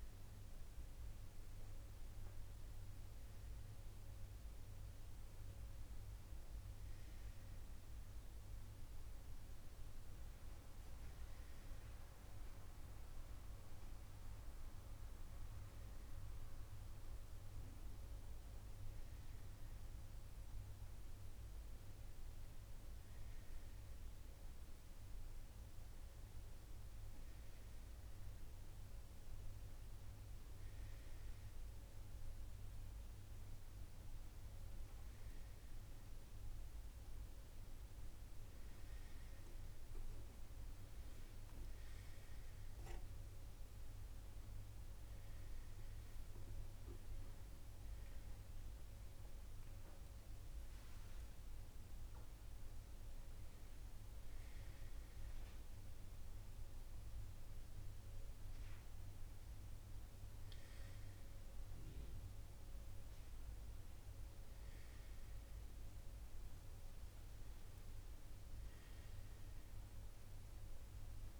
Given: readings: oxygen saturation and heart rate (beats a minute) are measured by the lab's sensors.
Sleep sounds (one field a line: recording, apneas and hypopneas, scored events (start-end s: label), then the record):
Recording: a person awake in a sleep study, hard to hear, by a room microphone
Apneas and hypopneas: none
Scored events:
none scored
From the record:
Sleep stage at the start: awake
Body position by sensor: upright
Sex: male